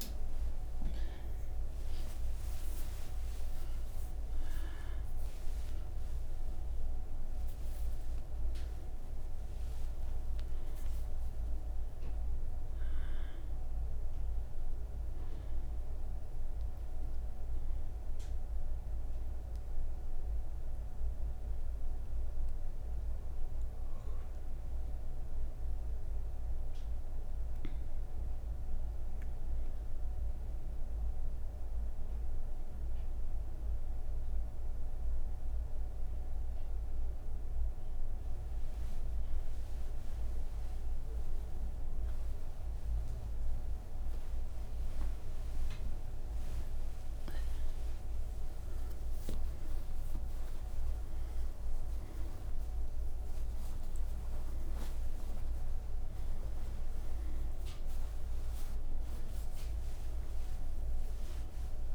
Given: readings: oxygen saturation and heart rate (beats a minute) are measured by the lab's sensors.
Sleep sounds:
breathing in sleep, hard to hear, by a room microphone; none
none scored
From the record:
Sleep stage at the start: N3 (deep sleep); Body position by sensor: on the right side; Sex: female

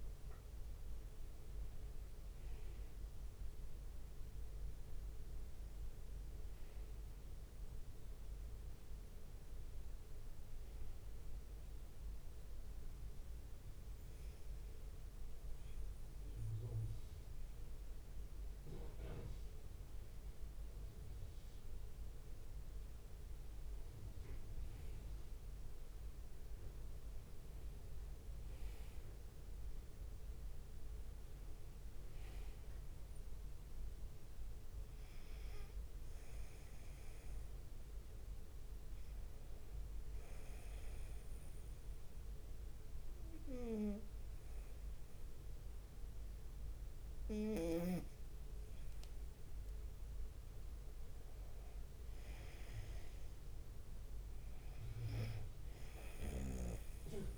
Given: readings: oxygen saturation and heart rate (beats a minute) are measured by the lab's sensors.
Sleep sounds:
breathing in sleep by a room microphone; 2
3.00-7.00 s: arousal
10.00-22.50 s: hypopnea (oxygen 94% before, 92% lowest, heart rate 67 before, 67 extreme, up 1 after)
24.00-28.00 s: arousal
25.50-57.38 s: new sleep stage, N1 (lightest sleep)
40.00-51.00 s: obstructive apnea (oxygen 95% before, 92% lowest, heart rate 67 before, 66 extreme, up 3 after)
53.00-57.38 s: arousal
From the record:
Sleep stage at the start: N2 (light sleep); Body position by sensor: on the right side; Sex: male

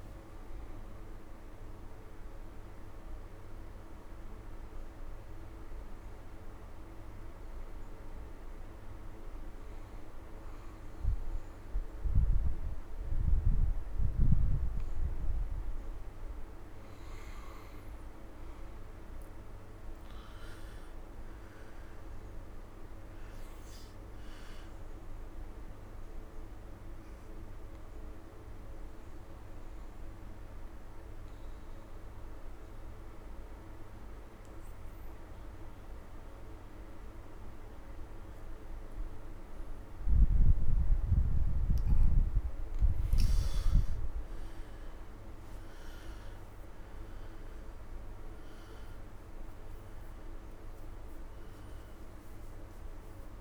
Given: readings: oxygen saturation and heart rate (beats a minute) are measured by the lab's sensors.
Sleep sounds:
breathing in sleep, hard to hear, by a room microphone; 2
0.00-6.00 s: oxygen desaturation (device-marked, oxygen 88% lowest)
1.50-15.00 s: hypopnea (oxygen 96% before, 88% lowest)
17.50-21.50 s: arousal
18.00-40.00 s: oxygen desaturation (device-marked, oxygen 100% before, 90% lowest)
25.50-41.50 s: obstructive apnea (oxygen 100% before, 89% lowest)
43.50-47.00 s: arousal
45.00-53.41 s: oxygen desaturation (device-marked, oxygen 96% before, 89% lowest)
From the record:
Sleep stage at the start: N2 (light sleep); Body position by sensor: on the right side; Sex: male

